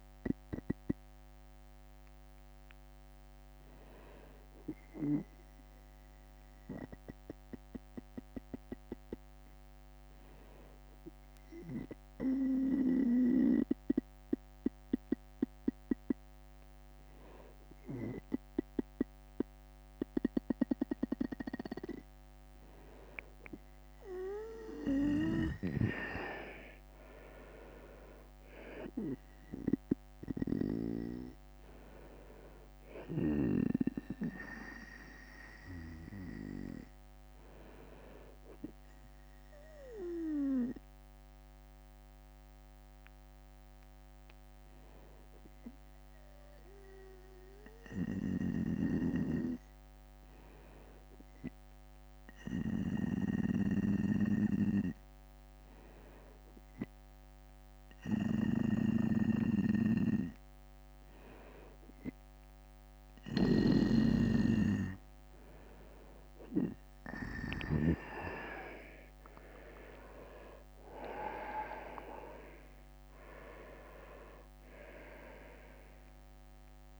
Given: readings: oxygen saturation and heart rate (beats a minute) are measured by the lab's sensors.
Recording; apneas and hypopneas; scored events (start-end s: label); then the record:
breathing in sleep by a microphone on the trachea; 2
0.00-24.00 s: bradycardia (device-marked, heart rate 55 extreme)
5.00-21.00 s: hypopnea (oxygen 98% before, 96% lowest, heart rate 56 before, 52 extreme, up 5 after)
26.00-30.00 s: arousal
32.00-63.00 s: bradycardia (device-marked, heart rate 56 before, 52 extreme)
41.50-58.50 s: hypopnea (oxygen 98% before, 96% lowest, heart rate 59 before, 53 extreme, up 5 after)
47.50-63.00 s: snoring (device-marked)
65.50-71.00 s: arousal
68.00-77.00 s: drop in pulse transit time (device-marked, heart rate 57 before, 57 extreme)
From the record:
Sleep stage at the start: N2 (light sleep); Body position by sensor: on the right side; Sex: male